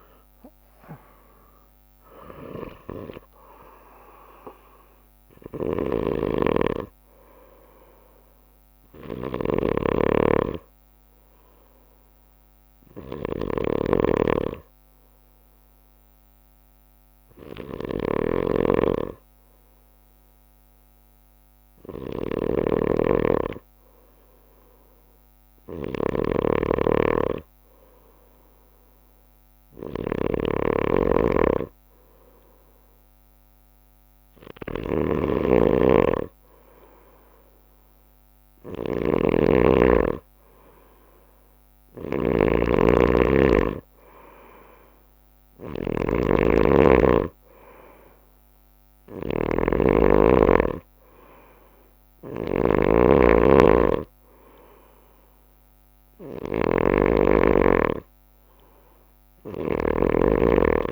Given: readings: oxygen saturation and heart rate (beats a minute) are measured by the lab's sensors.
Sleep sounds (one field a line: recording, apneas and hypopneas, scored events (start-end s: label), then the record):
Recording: breathing in sleep by a microphone on the trachea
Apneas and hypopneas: 1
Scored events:
0.00-4.00 s: arousal
1.00-10.00 s: drop in pulse transit time (device-marked, heart rate 57 before, 50 extreme)
4.00-10.00 s: bradycardia (device-marked, heart rate 58 before, 50 extreme)
5.50-60.92 s: snoring (device-marked)
9.00-24.50 s: hypopnea (oxygen 96% before, 94% lowest, heart rate 59 before, 52 extreme, up 12 after)
13.50-15.50 s: long interval between heartbeats (device-marked, heart rate 58 before, 63 extreme)
17.00-19.00 s: bradycardia (device-marked, heart rate 58 before, 64 extreme)
23.00-25.00 s: long interval between heartbeats (device-marked, heart rate 60 before, 68 extreme)
26.00-60.92 s: bradycardia (device-marked, heart rate 58 before, 52 extreme)
28.50-32.50 s: arousal
From the record:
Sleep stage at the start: N2 (light sleep)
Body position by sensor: on the right side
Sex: male